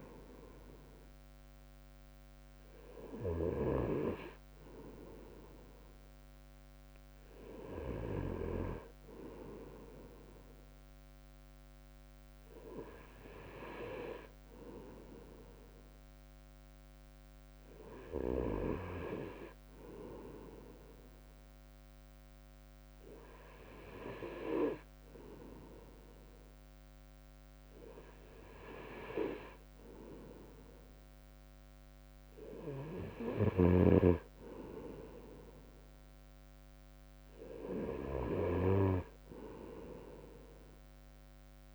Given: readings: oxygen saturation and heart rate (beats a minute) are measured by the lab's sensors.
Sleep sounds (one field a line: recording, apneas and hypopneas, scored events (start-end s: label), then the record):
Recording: breathing in sleep by a microphone on the trachea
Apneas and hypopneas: none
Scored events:
none scored
From the record:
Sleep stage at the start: N2 (light sleep)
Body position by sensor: on the right side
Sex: male